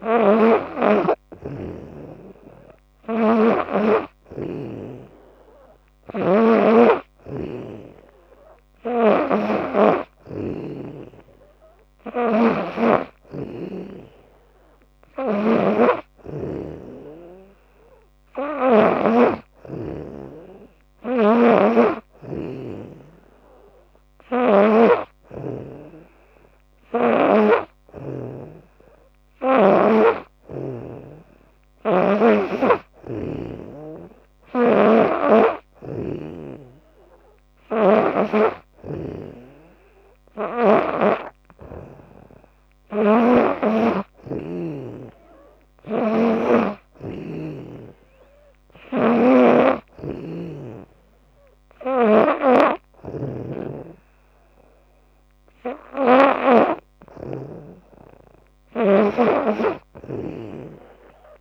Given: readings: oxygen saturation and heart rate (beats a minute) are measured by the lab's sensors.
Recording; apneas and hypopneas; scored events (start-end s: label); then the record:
breathing in sleep by a microphone on the trachea; none
0.00-24.50 s: snoring (device-marked)
34.00-38.00 s: snoring (device-marked)
42.50-56.50 s: snoring (device-marked)
58.50-61.41 s: snoring (device-marked)
From the record:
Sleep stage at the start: N3 (deep sleep); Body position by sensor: on the back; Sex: female